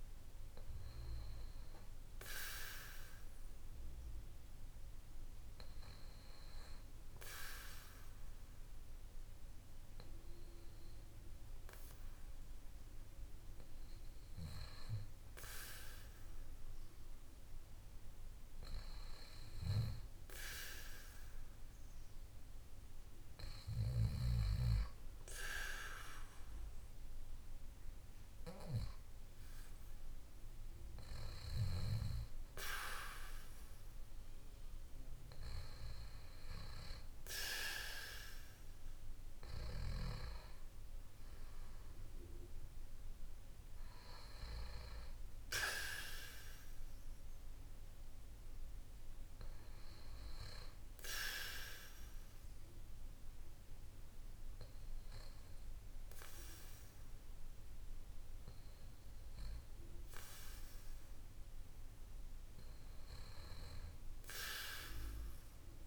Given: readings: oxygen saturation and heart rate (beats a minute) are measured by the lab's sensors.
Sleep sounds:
breathing in sleep by a room microphone; none
31.50-35.50 s: arousal
From the record:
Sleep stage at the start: N2 (light sleep); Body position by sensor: on the back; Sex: male

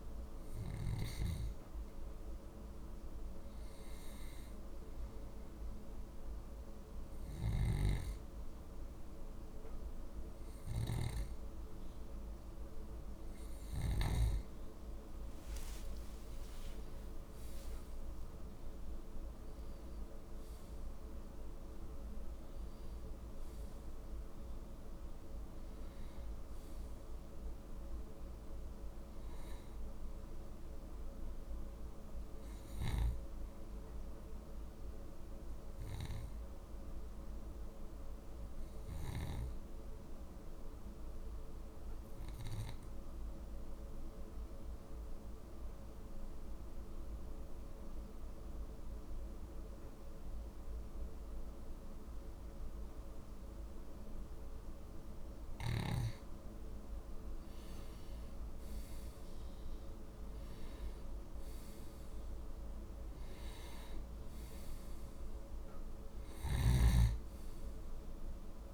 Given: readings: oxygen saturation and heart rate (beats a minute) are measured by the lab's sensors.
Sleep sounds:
breathing in sleep, hard to hear, by a room microphone; 1
13.50-19.00 s: arousal
40.00-56.00 s: obstructive apnea (oxygen 95% before, 89% lowest, heart rate 61 before, 49 extreme, up 4 after)
58.00-62.00 s: arousal
From the record:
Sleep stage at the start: N2 (light sleep); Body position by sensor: on the back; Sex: male

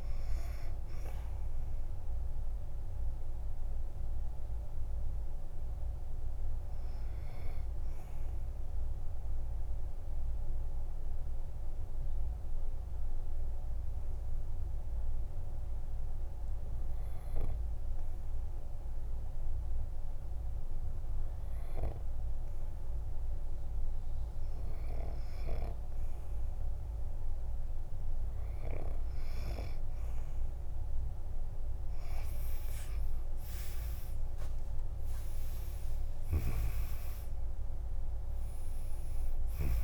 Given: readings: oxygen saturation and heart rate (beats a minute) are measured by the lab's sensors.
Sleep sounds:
breathing in sleep by a room microphone; 1
0.00-14.00 s: oxygen desaturation (device-marked, oxygen 91% lowest, heart rate 47 extreme)
7.00-28.50 s: obstructive apnea (oxygen 95% before, 91% lowest, heart rate 55 before, 47 extreme, up 11 after)
31.00-39.84 s: oxygen desaturation (device-marked, oxygen 98% before, 91% lowest, heart rate 51 before, 47 extreme)
32.00-36.50 s: arousal
From the record:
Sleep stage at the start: N2 (light sleep); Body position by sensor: on the back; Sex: male

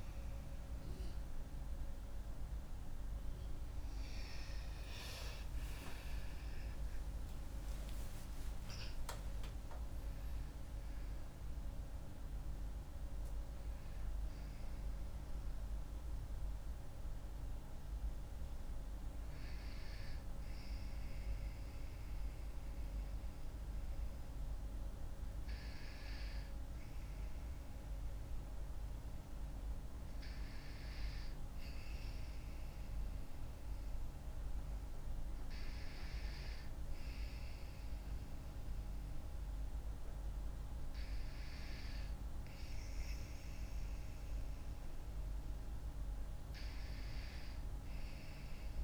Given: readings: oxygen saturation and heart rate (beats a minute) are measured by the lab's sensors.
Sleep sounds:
breathing in sleep, hard to hear, by a room microphone; none
4.50-9.00 s: arousal
From the record:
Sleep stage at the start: N2 (light sleep); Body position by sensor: on the back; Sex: female

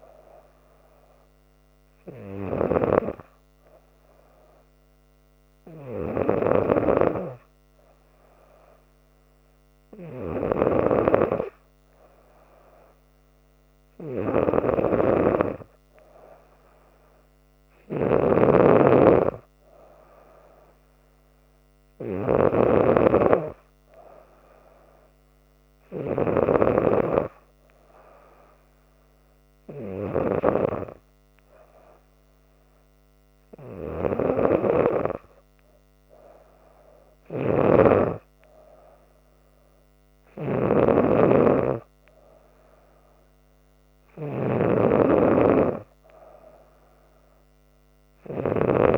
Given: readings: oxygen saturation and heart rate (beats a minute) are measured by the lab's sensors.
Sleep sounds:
breathing in sleep by a microphone on the trachea; none
18.00-27.00 s: snoring (device-marked)
37.00-48.97 s: snoring (device-marked)
From the record:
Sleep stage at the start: N2 (light sleep); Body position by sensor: on the back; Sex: female

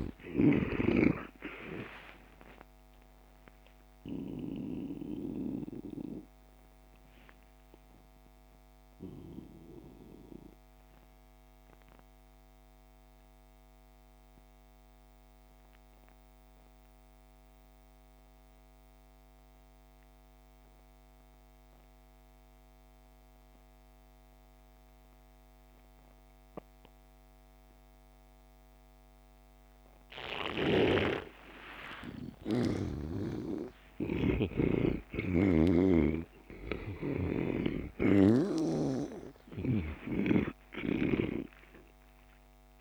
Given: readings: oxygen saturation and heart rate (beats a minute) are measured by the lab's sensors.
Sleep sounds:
breathing in sleep by a microphone on the trachea; 1
0.00-18.00 s: oxygen desaturation (device-marked, oxygen 81% lowest)
2.00-30.00 s: obstructive apnea (oxygen 99% before, 81% lowest)
32.00-35.50 s: arousal
32.00-42.81 s: oxygen desaturation (device-marked, oxygen 98% before, 83% lowest)
From the record:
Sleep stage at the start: N2 (light sleep); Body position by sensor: on the back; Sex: male

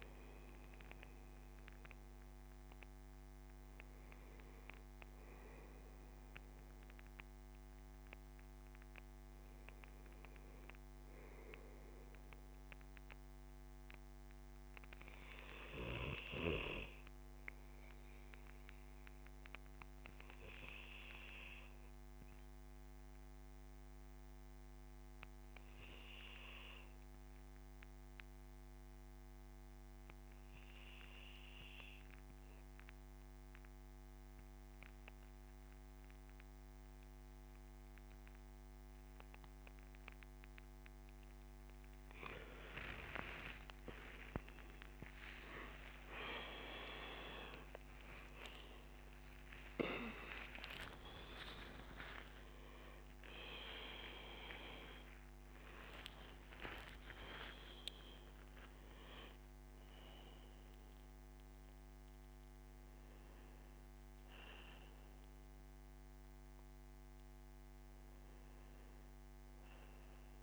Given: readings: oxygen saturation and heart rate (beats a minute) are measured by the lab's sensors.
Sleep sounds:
a person partly awake in a sleep study, by a microphone on the trachea; 1
13.00-40.50 s: obstructive apnea (oxygen 97% before, 92% lowest, heart rate 75 before, 73 extreme, up 12 after)
40.00-64.00 s: oxygen desaturation (device-marked, oxygen 98% before, 92% lowest, heart rate 76 before, 70 extreme)
42.00-70.43 s: new sleep stage, awake
From the record:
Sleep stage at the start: N2 (light sleep); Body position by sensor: on the back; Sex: male

